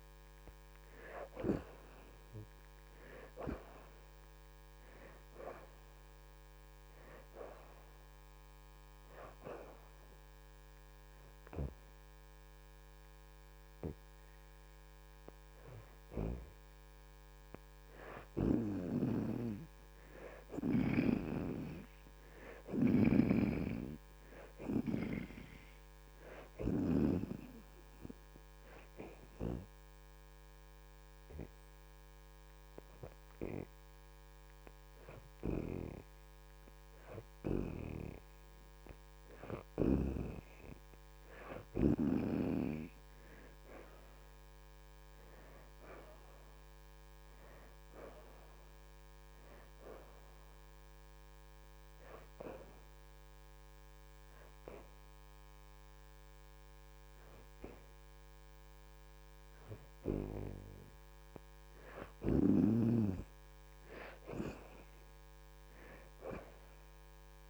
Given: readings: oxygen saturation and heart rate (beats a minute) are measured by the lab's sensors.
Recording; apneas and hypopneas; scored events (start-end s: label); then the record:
breathing in sleep by a microphone on the trachea; 3
1.50-5.50 s: arousal
3.00-9.00 s: oxygen desaturation (device-marked, oxygen 83% before, 78% lowest, heart rate 80 before, 80 extreme)
9.00-19.50 s: hypopnea (oxygen 83% before, 62% lowest, heart rate 79 before, 80 extreme, up 5 after)
11.00-23.00 s: oxygen desaturation (device-marked, oxygen 83% before, 67% lowest, heart rate 80 before, 80 extreme)
21.00-24.50 s: arousal
27.00-38.50 s: hypopnea (oxygen 83% before, 62% lowest, heart rate 83 before, 79 extreme, up 4 after)
30.00-42.00 s: oxygen desaturation (device-marked, oxygen 79% before, 66% lowest, heart rate 83 before, 78 extreme)
42.50-46.50 s: arousal
51.00-67.50 s: oxygen desaturation (device-marked, oxygen 77% before, 62% lowest, heart rate 84 before, 76 extreme)
51.50-62.50 s: hypopnea (oxygen 79% before, 60% lowest, heart rate 84 before, 76 extreme, up 4 after)
65.00-67.50 s: arousal
From the record:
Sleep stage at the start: N2 (light sleep); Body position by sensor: on the back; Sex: female